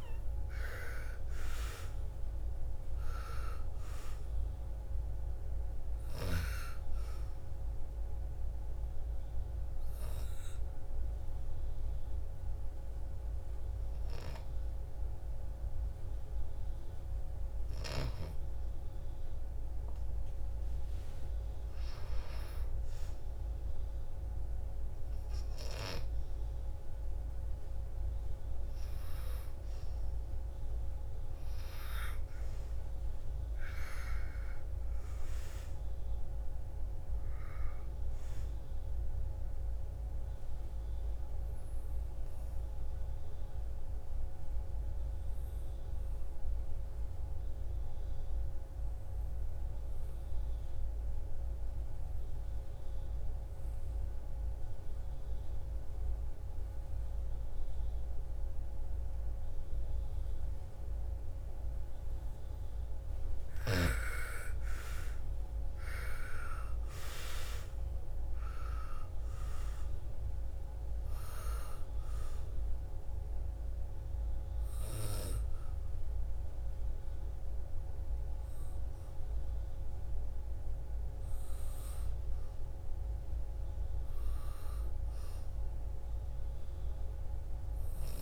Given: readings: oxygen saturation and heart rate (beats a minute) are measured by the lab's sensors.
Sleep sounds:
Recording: breathing in sleep by a room microphone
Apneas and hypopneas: 2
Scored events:
0.00-2.00 s: arousal
0.00-19.50 s: oxygen desaturation (device-marked, oxygen 82% lowest, heart rate 58 extreme)
6.00-16.50 s: obstructive apnea (oxygen 99% before, 80% lowest, heart rate 60 before, 58 extreme, up 7 after)
19.00-22.50 s: arousal
39.50-62.00 s: obstructive apnea (oxygen 99% before, 80% lowest, heart rate 64 before, 55 extreme, up 14 after)
61.50-85.50 s: oxygen desaturation (device-marked, oxygen 97% before, 80% lowest, heart rate 57 before, 57 extreme)
63.50-68.00 s: arousal
From the record:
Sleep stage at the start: N2 (light sleep)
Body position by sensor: on the back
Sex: female

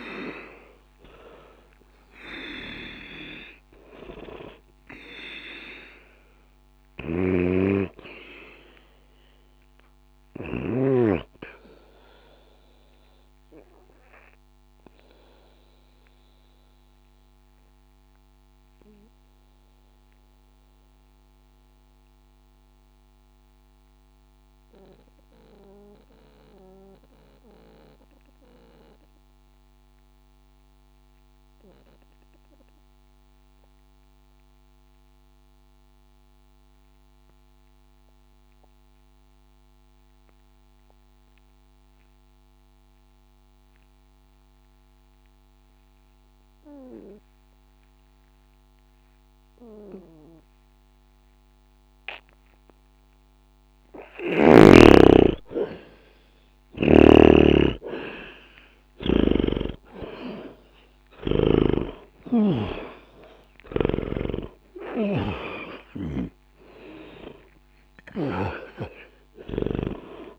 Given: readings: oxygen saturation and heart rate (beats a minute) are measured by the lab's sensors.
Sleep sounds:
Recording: breathing in sleep by a microphone on the trachea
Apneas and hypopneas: 1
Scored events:
0.00-31.00 s: oxygen desaturation (device-marked, oxygen 72% lowest, heart rate 59 extreme)
7.00-11.00 s: snoring (device-marked)
11.50-54.50 s: obstructive apnea (oxygen 95% before, 72% lowest, heart rate 61 before, 60 extreme, up 0 after)
49.00-70.39 s: oxygen desaturation (device-marked, oxygen 99% before, 73% lowest, heart rate 60 before, 60 extreme)
57.00-62.00 s: snoring (device-marked)
58.50-63.00 s: arousal
From the record:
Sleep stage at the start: N2 (light sleep)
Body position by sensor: on the back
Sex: male

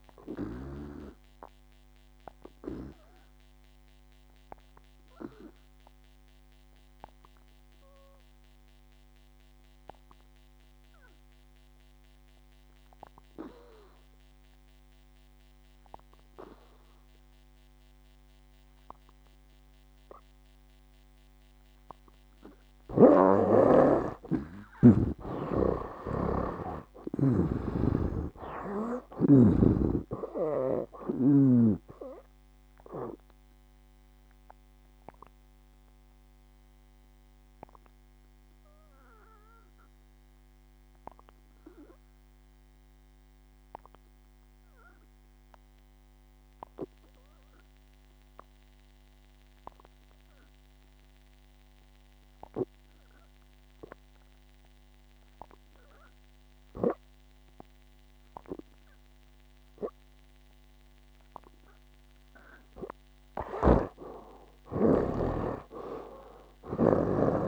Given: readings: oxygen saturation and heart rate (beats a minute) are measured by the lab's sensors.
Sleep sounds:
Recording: breathing in sleep by a microphone on the trachea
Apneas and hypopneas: 2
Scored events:
0.00-27.50 s: oxygen desaturation (device-marked, oxygen 81% lowest, heart rate 62 extreme)
0.50-21.50 s: obstructive apnea (oxygen 97% before, 81% lowest, heart rate 67 before, 62 extreme, up 10 after)
26.50-30.00 s: arousal
28.00-32.00 s: snoring (device-marked)
34.50-62.00 s: obstructive apnea (oxygen 94% before, 74% lowest, heart rate 68 before, 62 extreme, up 10 after)
46.50-60.50 s: oxygen desaturation (device-marked, oxygen 91% before, 83% lowest, heart rate 71 before, 62 extreme)
62.50-67.48 s: oxygen desaturation (device-marked, oxygen 95% before, 74% lowest, heart rate 63 before, 60 extreme)
63.50-67.48 s: snoring (device-marked)
64.00-67.48 s: arousal
From the record:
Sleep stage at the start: N2 (light sleep)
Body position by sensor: on the back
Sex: male

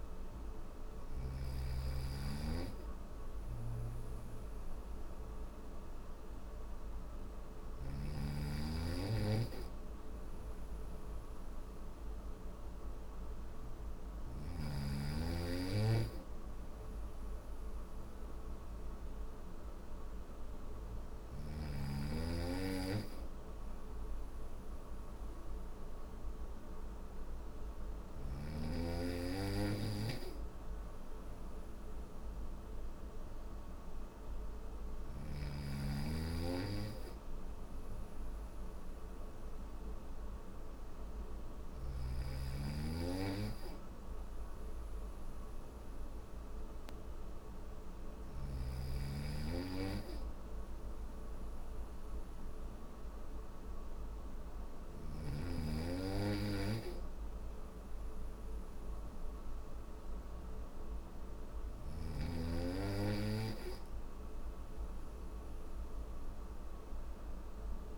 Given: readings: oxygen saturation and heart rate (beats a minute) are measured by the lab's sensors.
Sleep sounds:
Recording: breathing in sleep by a room microphone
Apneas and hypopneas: none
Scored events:
2.50-7.00 s: snoring (device-marked)
From the record:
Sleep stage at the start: N3 (deep sleep)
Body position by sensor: on the back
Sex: male

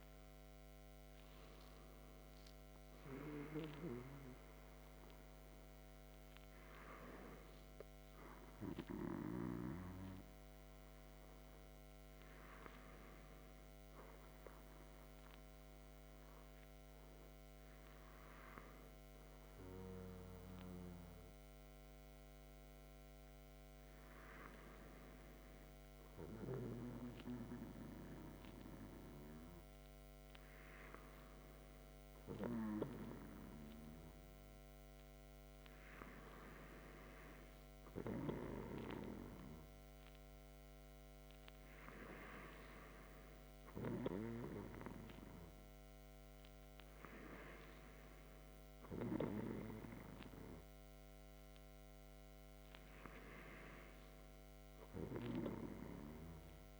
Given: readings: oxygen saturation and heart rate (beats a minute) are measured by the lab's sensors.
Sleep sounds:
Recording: breathing in sleep by a microphone on the trachea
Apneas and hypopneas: none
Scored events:
none scored
From the record:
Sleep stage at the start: N2 (light sleep)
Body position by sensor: on the back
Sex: male

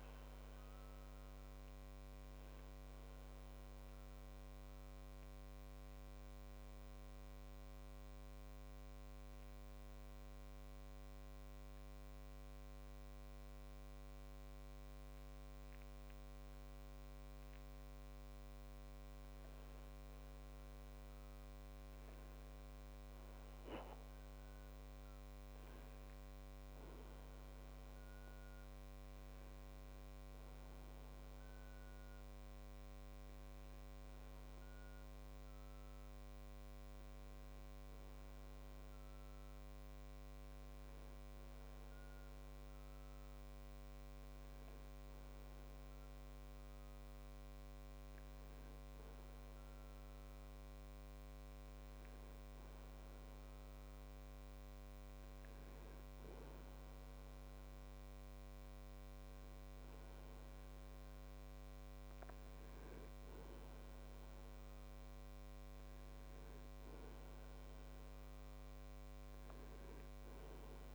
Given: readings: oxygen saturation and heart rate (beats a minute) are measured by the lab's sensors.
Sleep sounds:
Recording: breathing in sleep, hard to hear, by a microphone on the trachea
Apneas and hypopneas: 1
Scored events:
6.50-18.00 s: obstructive apnea (oxygen 98% before, 93% lowest)
13.50-24.50 s: oxygen desaturation (device-marked, oxygen 97% before, 93% lowest)
15.50-70.95 s: new sleep stage, N2 (light sleep)
26.00-30.00 s: arousal
From the record:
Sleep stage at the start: N1 (lightest sleep)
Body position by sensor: on the back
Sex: male

